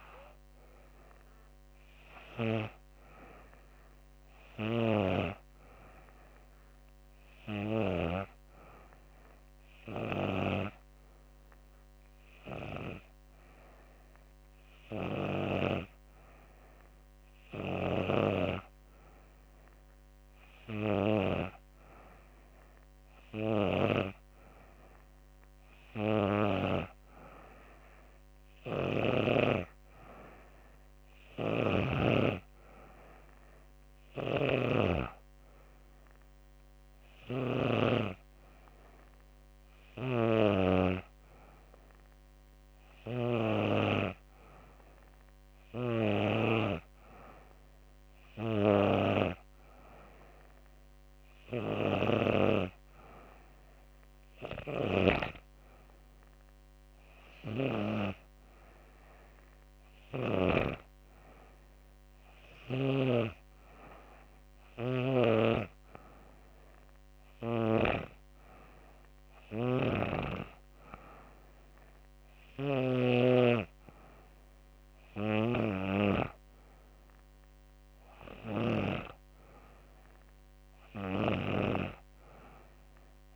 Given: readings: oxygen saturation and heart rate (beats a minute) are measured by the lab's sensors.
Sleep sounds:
breathing in sleep by a microphone on the trachea; none
none scored
From the record:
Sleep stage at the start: N2 (light sleep); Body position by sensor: on the back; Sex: female

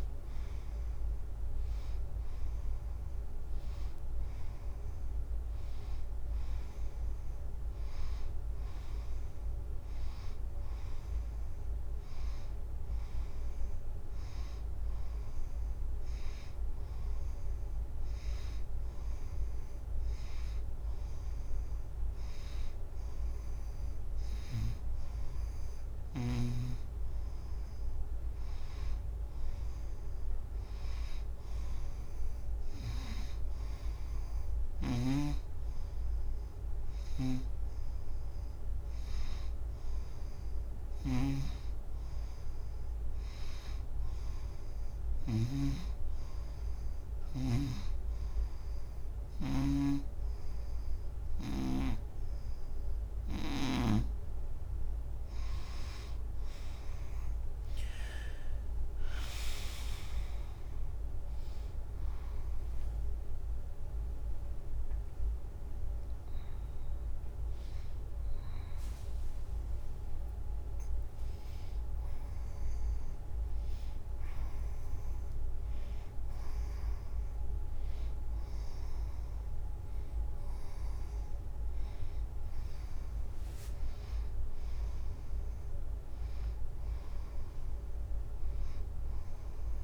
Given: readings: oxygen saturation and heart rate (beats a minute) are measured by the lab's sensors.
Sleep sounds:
a person partly awake in a sleep study, by a room microphone; 1
1.00-61.00 s: new sleep stage, N1 (lightest sleep)
30.00-44.00 s: oxygen desaturation (device-marked, oxygen 93% before, 90% lowest, heart rate 94 before, 82 extreme)
37.00-45.50 s: snoring (device-marked)
46.00-56.50 s: hypopnea (oxygen 93% before, 86% lowest, heart rate 90 before, 82 extreme, up 32 after)
47.50-52.00 s: snoring (device-marked)
61.00-89.84 s: new sleep stage, awake
63.00-83.00 s: oxygen desaturation (device-marked, oxygen 92% before, 86% lowest, heart rate 89 before, 92 extreme)
From the record:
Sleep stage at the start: awake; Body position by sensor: on the right side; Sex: female

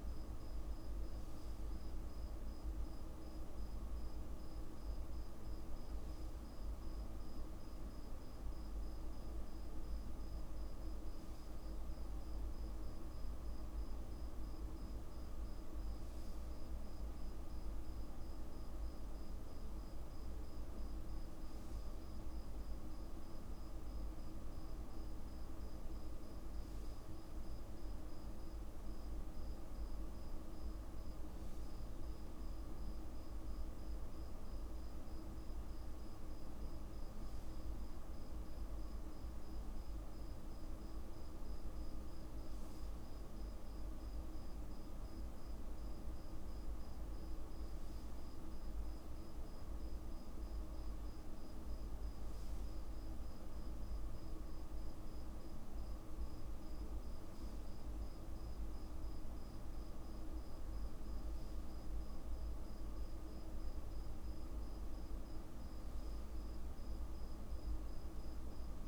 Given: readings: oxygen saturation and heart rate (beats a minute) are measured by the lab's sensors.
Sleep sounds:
breathing in sleep, hard to hear, by a room microphone; none
none scored
From the record:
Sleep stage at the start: N2 (light sleep); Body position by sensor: on the back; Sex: male

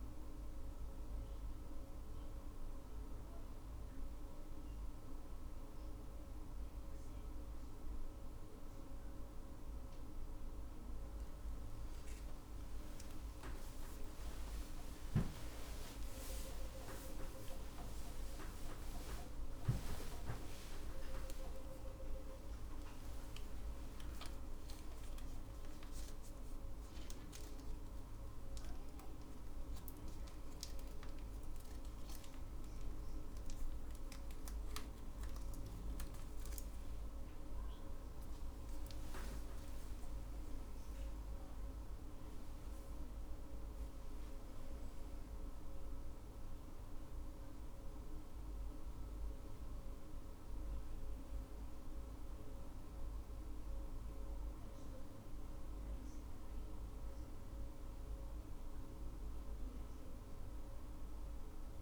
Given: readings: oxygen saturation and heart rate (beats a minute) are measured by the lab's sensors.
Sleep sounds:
a person awake in a sleep study, hard to hear, by a room microphone; none
none scored
From the record:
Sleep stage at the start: awake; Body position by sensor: on the right side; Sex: female

